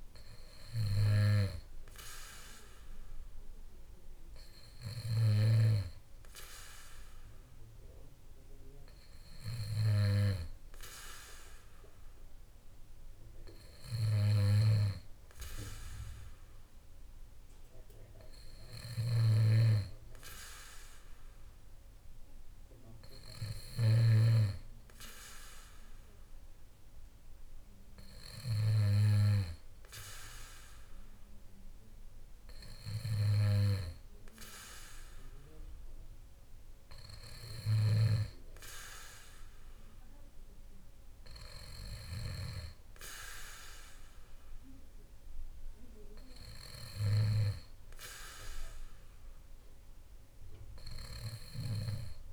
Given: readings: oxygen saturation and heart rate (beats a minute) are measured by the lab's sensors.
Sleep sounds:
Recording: breathing in sleep by a room microphone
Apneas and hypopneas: none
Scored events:
19.00-24.00 s: snoring (device-marked)
From the record:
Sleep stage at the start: N2 (light sleep)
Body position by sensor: on the back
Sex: male

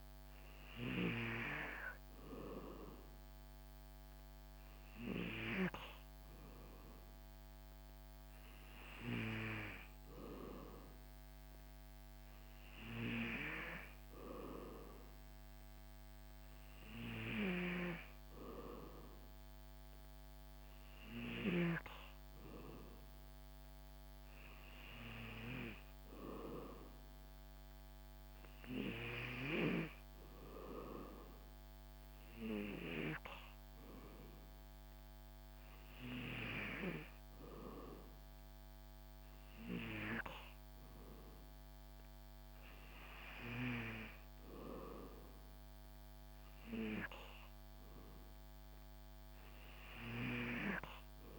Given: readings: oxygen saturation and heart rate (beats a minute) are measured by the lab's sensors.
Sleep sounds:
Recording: breathing in sleep by a microphone on the trachea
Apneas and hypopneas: none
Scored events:
none scored
From the record:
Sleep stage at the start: N2 (light sleep)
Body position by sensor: on the back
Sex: male

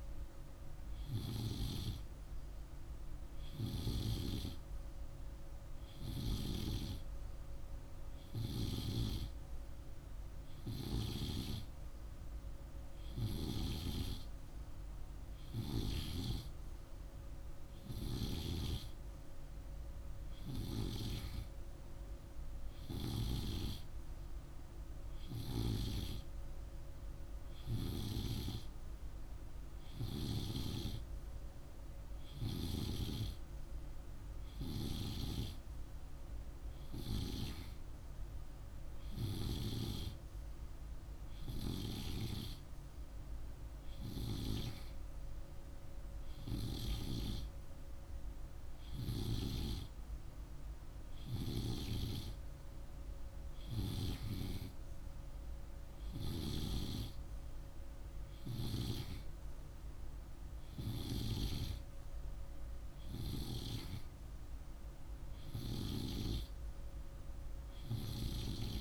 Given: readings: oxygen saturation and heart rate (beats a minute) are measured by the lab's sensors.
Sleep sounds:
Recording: breathing in sleep by a room microphone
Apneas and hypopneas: none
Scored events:
none scored
From the record:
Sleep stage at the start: N2 (light sleep)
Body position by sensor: on the right side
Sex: male

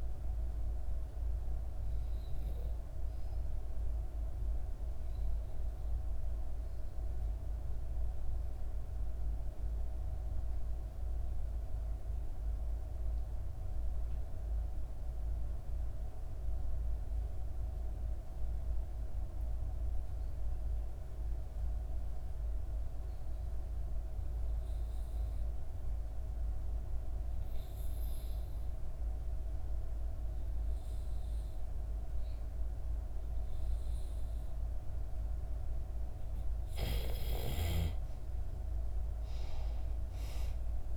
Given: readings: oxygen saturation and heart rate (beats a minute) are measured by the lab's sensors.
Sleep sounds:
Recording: breathing in sleep, hard to hear, by a room microphone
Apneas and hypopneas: 1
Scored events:
3.50-36.00 s: obstructive apnea (oxygen 97% before, 84% lowest, heart rate 61 before, 59 extreme, up 4 after)
22.50-40.97 s: oxygen desaturation (device-marked, oxygen 97% before, 84% lowest, heart rate 60 before, 59 extreme)
38.00-40.97 s: arousal
From the record:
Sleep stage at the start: N2 (light sleep)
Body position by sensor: on the back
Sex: female

